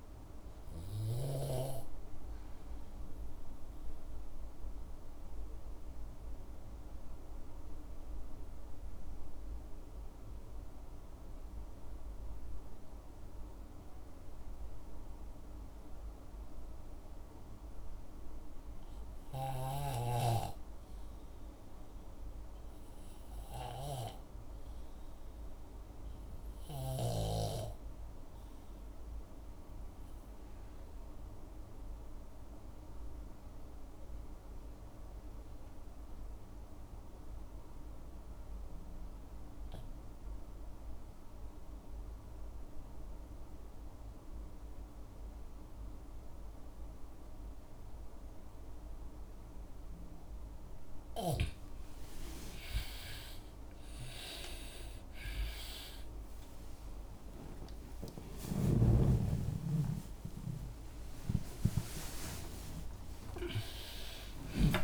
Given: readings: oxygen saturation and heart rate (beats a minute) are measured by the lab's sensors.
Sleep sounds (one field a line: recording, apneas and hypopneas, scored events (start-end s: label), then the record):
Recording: breathing in sleep by a room microphone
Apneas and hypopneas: 1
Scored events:
0.50-49.00 s: obstructive apnea (oxygen 96% before, 81% lowest, heart rate 66 before, 54 extreme, up 32 after)
24.00-64.84 s: oxygen desaturation (device-marked, oxygen 98% before, 81% lowest)
54.00-64.84 s: new sleep stage, N1 (lightest sleep)
55.00-64.84 s: tachycardia (device-marked, heart rate 62 before, 169 extreme)
57.50-63.00 s: arousal
From the record:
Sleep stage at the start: REM sleep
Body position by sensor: on the back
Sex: male